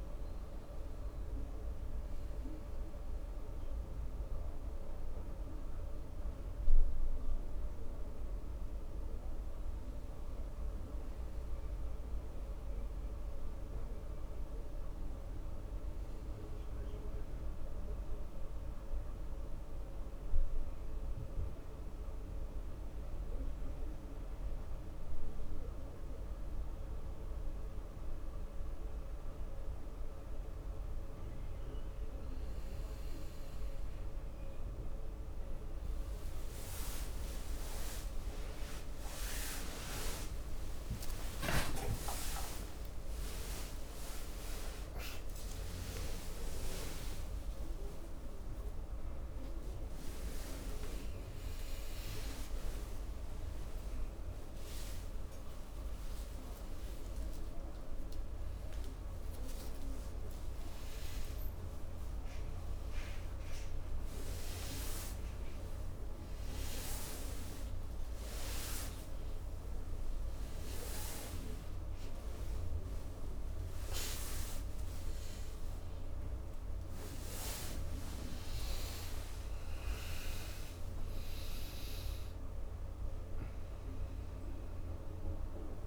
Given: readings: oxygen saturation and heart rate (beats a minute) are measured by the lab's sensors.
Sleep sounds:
a person partly awake in a sleep study, hard to hear, by a room microphone; none
50.00-85.87 s: new sleep stage, awake
82.00-85.87 s: oxygen desaturation (device-marked, oxygen 97% before, 93% lowest)
From the record:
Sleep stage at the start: N2 (light sleep); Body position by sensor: on the back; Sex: male

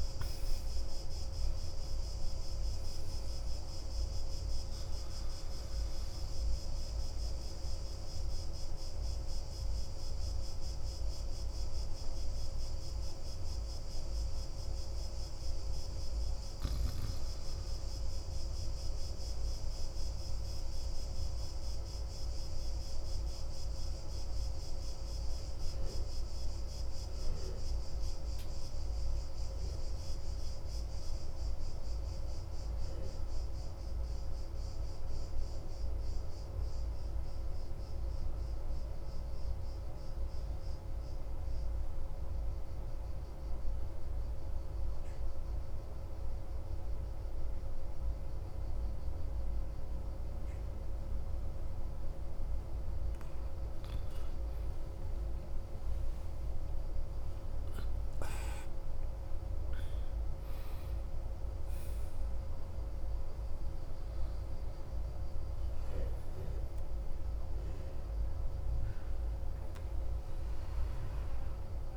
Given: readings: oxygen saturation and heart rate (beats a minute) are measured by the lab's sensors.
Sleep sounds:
breathing in sleep, hard to hear, by a room microphone; 1
0.00-1.50 s: arousal
0.00-29.50 s: oxygen desaturation (device-marked, oxygen 87% lowest, heart rate 42 extreme)
20.00-52.50 s: obstructive apnea (oxygen 94% before, 87% lowest, heart rate 45 before, 43 extreme, up 4 after)
52.50-71.96 s: oxygen desaturation (device-marked, oxygen 96% before, 91% lowest, heart rate 45 before, 34 extreme)
54.50-60.50 s: arousal
From the record:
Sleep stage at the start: N2 (light sleep); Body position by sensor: on the back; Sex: male

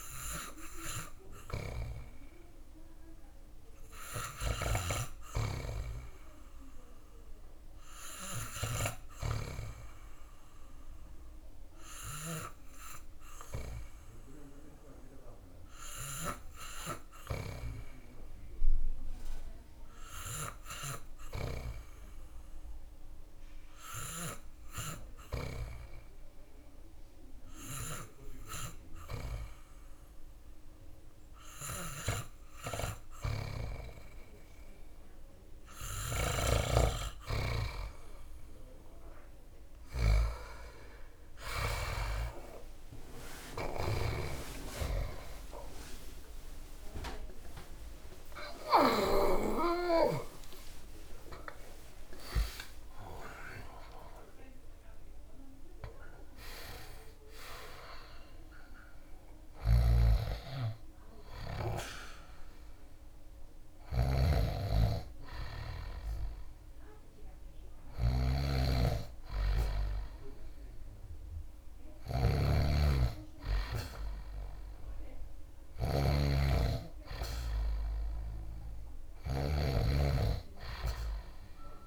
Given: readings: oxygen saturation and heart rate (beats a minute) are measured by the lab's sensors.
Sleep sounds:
breathing in sleep by a room microphone; 1
4.50-8.50 s: arousal
13.00-32.00 s: hypopnea (oxygen 97% before, 94% lowest)
35.00-48.50 s: snoring (device-marked)
43.00-49.50 s: arousal
58.50-81.87 s: snoring (device-marked)
From the record:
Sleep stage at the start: N2 (light sleep); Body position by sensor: on the back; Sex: male

